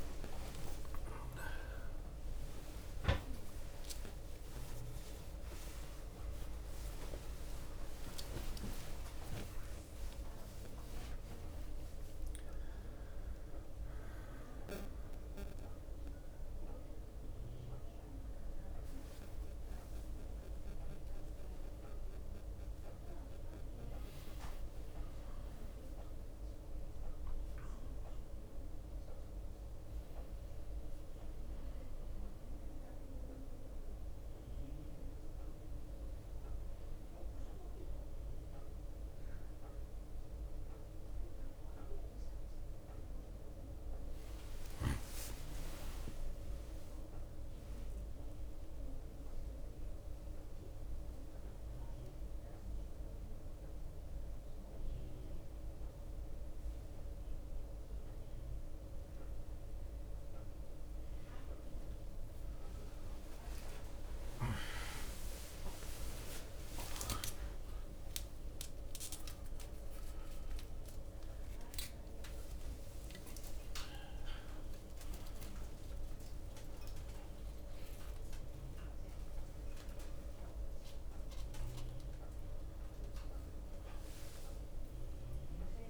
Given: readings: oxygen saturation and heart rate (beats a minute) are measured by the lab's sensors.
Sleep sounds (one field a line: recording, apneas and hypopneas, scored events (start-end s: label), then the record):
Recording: a person awake in a sleep study, hard to hear, by a room microphone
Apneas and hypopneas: none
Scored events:
0.00-1.00 s: long interval between heartbeats (device-marked, heart rate 34 extreme)
1.00-2.00 s: drop in pulse transit time (device-marked, heart rate 78 before, 72 extreme)
4.00-65.00 s: bradycardia (device-marked)
9.00-11.00 s: long interval between heartbeats (device-marked, heart rate 78 before, 43 extreme)
17.00-23.00 s: drop in pulse transit time (device-marked)
21.50-23.50 s: long interval between heartbeats (device-marked)
30.00-32.00 s: long interval between heartbeats (device-marked)
45.00-58.00 s: drop in pulse transit time (device-marked)
45.50-47.50 s: long interval between heartbeats (device-marked)
50.00-52.00 s: long interval between heartbeats (device-marked)
52.50-54.50 s: long interval between heartbeats (device-marked)
58.00-60.00 s: long interval between heartbeats (device-marked)
66.00-68.00 s: long interval between heartbeats (device-marked, heart rate 30 before, 35 extreme)
67.00-72.00 s: tachycardia (device-marked, heart rate 54 before, 128 extreme)
68.50-70.50 s: long interval between heartbeats (device-marked, heart rate 33 before, 68 extreme)
75.00-77.00 s: long interval between heartbeats (device-marked, heart rate 62 before, 90 extreme)
76.00-85.90 s: tachycardia (device-marked, heart rate 55 before, 194 extreme)
77.00-85.90 s: oxygen desaturation (device-marked, oxygen 94% before, 86% lowest)
80.00 s: drop in pulse transit time (device-marked)
80.50-82.50 s: long interval between heartbeats (device-marked, heart rate 78 before, 131 extreme)
82.50-84.50 s: long interval between heartbeats (device-marked, heart rate 87 before, 180 extreme)
84.50-85.90 s: long interval between heartbeats (device-marked, heart rate 102 before, 186 extreme)
From the record:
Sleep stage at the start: awake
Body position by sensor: on the back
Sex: male